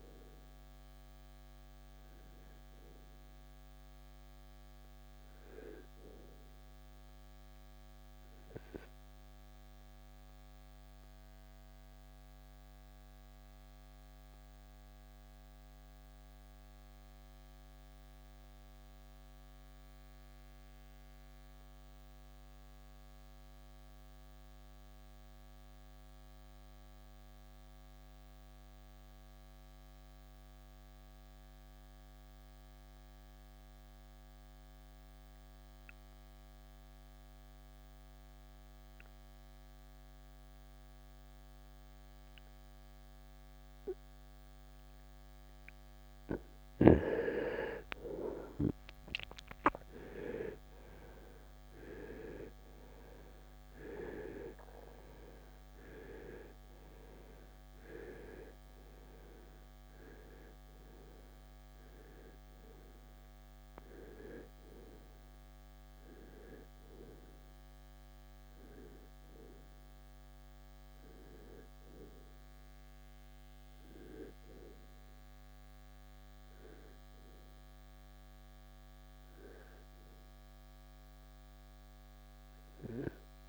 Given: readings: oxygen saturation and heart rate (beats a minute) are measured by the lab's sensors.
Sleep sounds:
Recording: breathing in sleep by a microphone on the trachea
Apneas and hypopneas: 1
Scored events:
0.00-21.50 s: oxygen desaturation (device-marked, oxygen 78% lowest, heart rate 53 extreme)
8.50-45.50 s: obstructive apnea (oxygen 94% before, 78% lowest, heart rate 79 before, 53 extreme, up 13 after)
40.50-83.48 s: oxygen desaturation (device-marked, oxygen 97% before, 78% lowest, heart rate 61 before, 53 extreme)
47.00-52.00 s: arousal
From the record:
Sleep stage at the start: N2 (light sleep)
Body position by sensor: on the right side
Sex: male

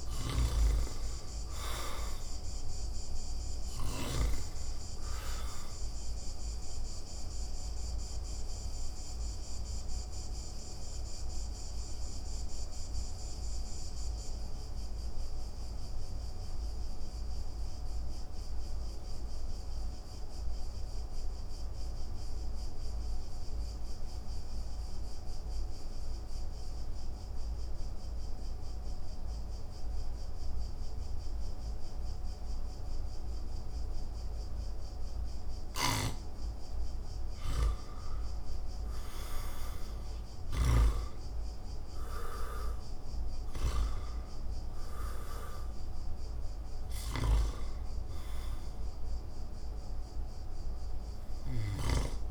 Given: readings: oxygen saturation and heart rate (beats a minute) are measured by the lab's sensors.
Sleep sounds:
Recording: breathing in sleep by a room microphone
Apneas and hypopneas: 1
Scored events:
0.00-1.00 s: arousal
0.50-27.50 s: oxygen desaturation (device-marked, oxygen 98% before, 87% lowest)
7.50-35.00 s: obstructive apnea (oxygen 98% before, 81% lowest)
37.00-41.00 s: arousal
40.00-51.50 s: snoring (device-marked)
40.50-52.31 s: oxygen desaturation (device-marked, oxygen 97% before, 81% lowest)
From the record:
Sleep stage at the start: N2 (light sleep)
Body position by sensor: on the back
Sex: male

